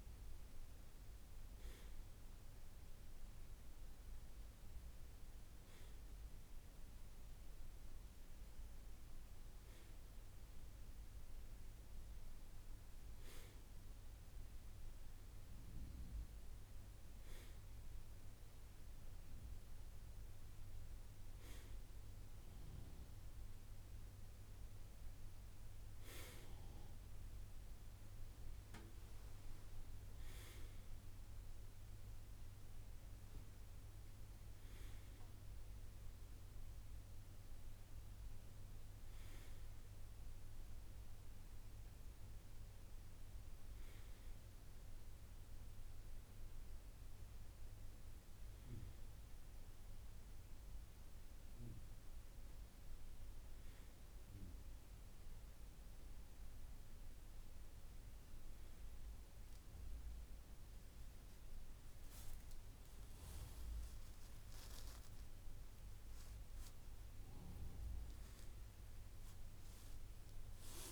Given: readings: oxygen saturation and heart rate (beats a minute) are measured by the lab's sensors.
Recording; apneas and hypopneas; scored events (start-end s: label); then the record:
breathing in sleep, hard to hear, by a room microphone; none
35.00-65.00 s: new sleep stage, N1 (lightest sleep)
36.00-40.50 s: arousal
65.00-70.92 s: new sleep stage, N2 (light sleep)
From the record:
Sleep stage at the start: N2 (light sleep); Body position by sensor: on the right side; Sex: male